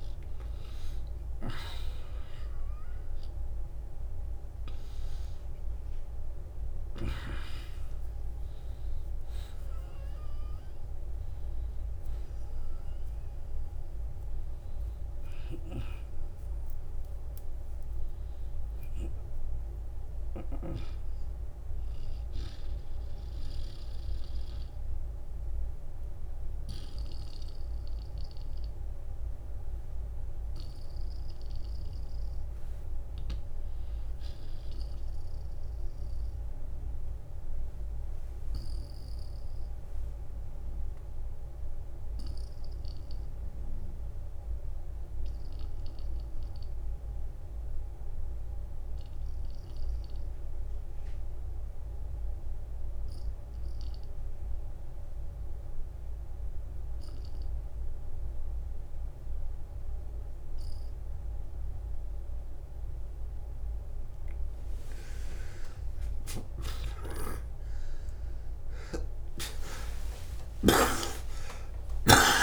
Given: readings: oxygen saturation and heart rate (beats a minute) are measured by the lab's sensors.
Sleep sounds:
breathing in sleep by a room microphone; 1
19.50-29.50 s: oxygen desaturation (device-marked, oxygen 94% before, 88% lowest, heart rate 62 before, 38 extreme)
38.00-64.00 s: obstructive apnea (oxygen 95% before, 82% lowest, heart rate 49 before, 47 extreme)
57.50-71.50 s: oxygen desaturation (device-marked, oxygen 96% before, 91% lowest, heart rate 51 before, 54 extreme)
66.50-72.43 s: new sleep stage, N1 (lightest sleep)
68.50-72.43 s: arousal
68.50-72.43 s: tachycardia (device-marked, heart rate 56 before, 110 extreme)
70.00-72.00 s: long interval between heartbeats (device-marked, heart rate 55 before, 93 extreme)
From the record:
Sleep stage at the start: N2 (light sleep); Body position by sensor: on the back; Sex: male

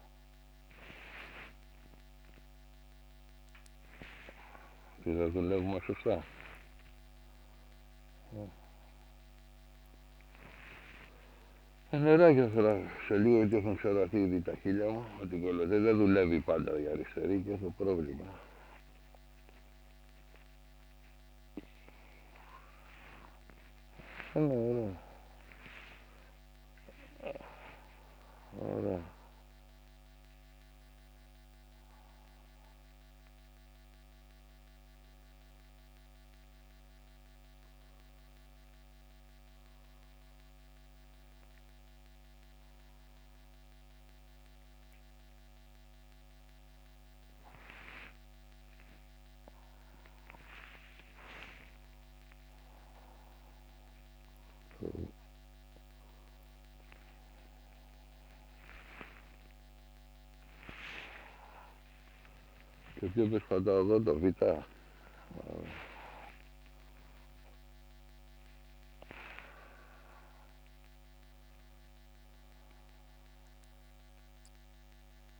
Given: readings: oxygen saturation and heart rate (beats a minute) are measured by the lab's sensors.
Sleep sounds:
a person awake in a sleep study, by a microphone on the trachea; none
11.00-16.00 s: snoring (device-marked)
From the record:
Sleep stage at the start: awake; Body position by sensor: on the back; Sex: male

